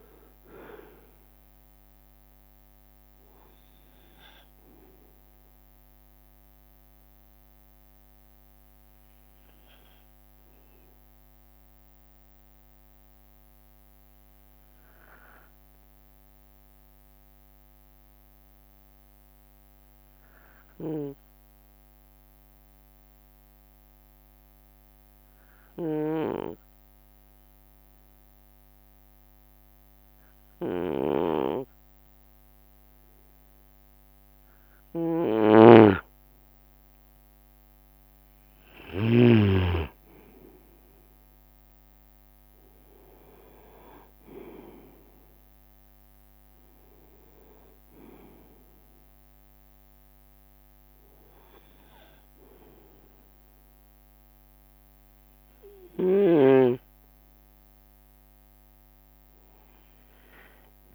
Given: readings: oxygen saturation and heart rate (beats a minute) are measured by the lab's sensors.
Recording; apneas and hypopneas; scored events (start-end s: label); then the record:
breathing in sleep by a microphone on the trachea; 1
0.00-20.50 s: oxygen desaturation (device-marked, oxygen 86% lowest)
0.00-60.95 s: bradycardia (device-marked)
6.00-8.00 s: long interval between heartbeats (device-marked)
8.00-34.00 s: obstructive apnea (oxygen 95% before, 86% lowest)
20.00-22.00 s: long interval between heartbeats (device-marked)
26.00-39.50 s: snoring (device-marked)
27.50-29.50 s: long interval between heartbeats (device-marked)
33.00-34.50 s: leg movement (device-marked)
36.00-38.00 s: long interval between heartbeats (device-marked)
38.50-43.00 s: arousal
41.00-47.00 s: leg movement (device-marked)
41.50-48.50 s: drop in pulse transit time (device-marked)
42.50-44.50 s: long interval between heartbeats (device-marked)
50.50-52.50 s: long interval between heartbeats (device-marked)
59.00-60.95 s: long interval between heartbeats (device-marked)
From the record:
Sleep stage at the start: N2 (light sleep); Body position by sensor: on the right side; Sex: male